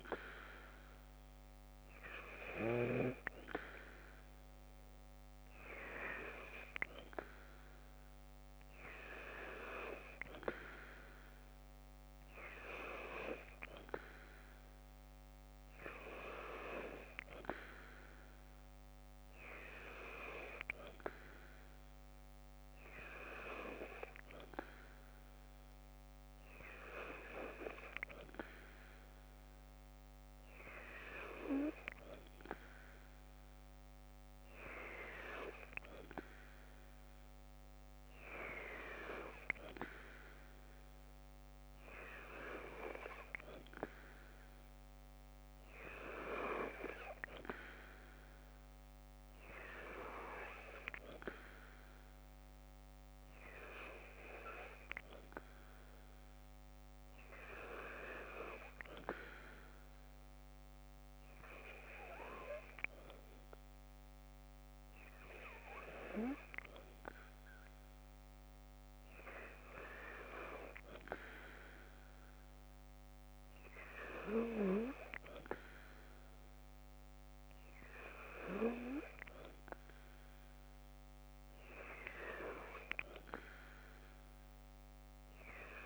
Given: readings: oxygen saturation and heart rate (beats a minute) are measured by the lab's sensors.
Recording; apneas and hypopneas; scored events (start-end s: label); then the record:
breathing in sleep by a microphone on the trachea; none
1.00-22.00 s: oxygen desaturation (device-marked, oxygen 96% before, 93% lowest, heart rate 53 before, 56 extreme)
From the record:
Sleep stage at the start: N2 (light sleep); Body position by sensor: on the left side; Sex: female